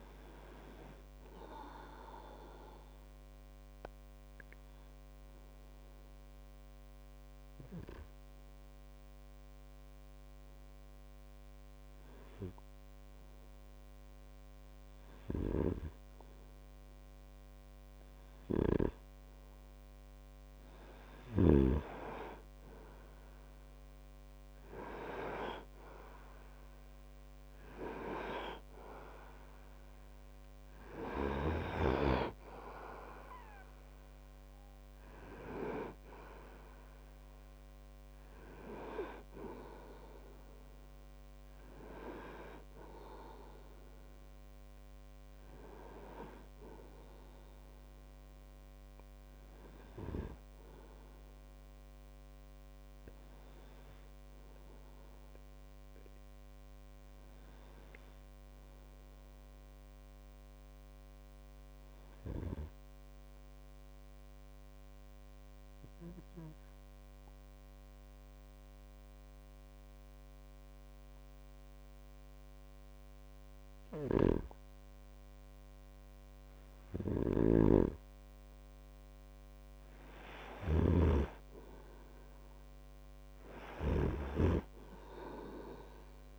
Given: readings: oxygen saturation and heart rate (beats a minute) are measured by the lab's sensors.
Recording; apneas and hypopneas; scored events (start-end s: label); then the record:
breathing in sleep by a microphone on the trachea; 2
2.50-18.00 s: obstructive apnea (oxygen 98% before, 95% lowest)
18.50-22.00 s: snoring (device-marked)
23.00-27.50 s: arousal
59.00-77.00 s: obstructive apnea (oxygen 97% before, 94% lowest)
74.00-86.39 s: snoring (device-marked)
80.00-83.50 s: arousal
From the record:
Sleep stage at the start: N2 (light sleep); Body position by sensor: on the right side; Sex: male